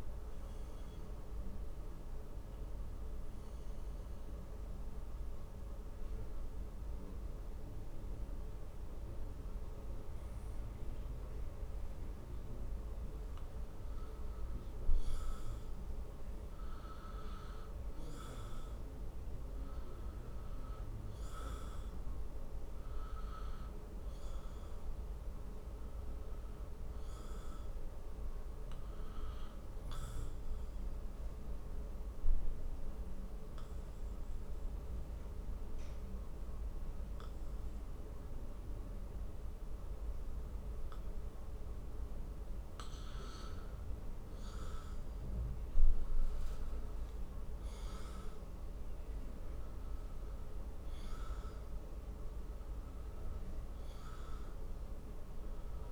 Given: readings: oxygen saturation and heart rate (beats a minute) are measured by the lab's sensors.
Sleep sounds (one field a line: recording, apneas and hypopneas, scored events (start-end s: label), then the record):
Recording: breathing in sleep, hard to hear, by a room microphone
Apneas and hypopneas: 2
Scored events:
0.00-13.00 s: oxygen desaturation (device-marked, oxygen 84% lowest, heart rate 49 extreme)
1.00-15.00 s: mixed apnea (oxygen 97% before, 84% lowest, heart rate 65 before, 49 extreme, up 4 after)
16.50-20.00 s: arousal
31.50-47.50 s: obstructive apnea (oxygen 100% before, 93% lowest, heart rate 59 before, 49 extreme, up 10 after)
42.00-53.00 s: oxygen desaturation (device-marked, oxygen 97% before, 93% lowest, heart rate 55 before, 49 extreme)
49.50-53.00 s: arousal
From the record:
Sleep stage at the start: N2 (light sleep)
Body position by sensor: on the back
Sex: male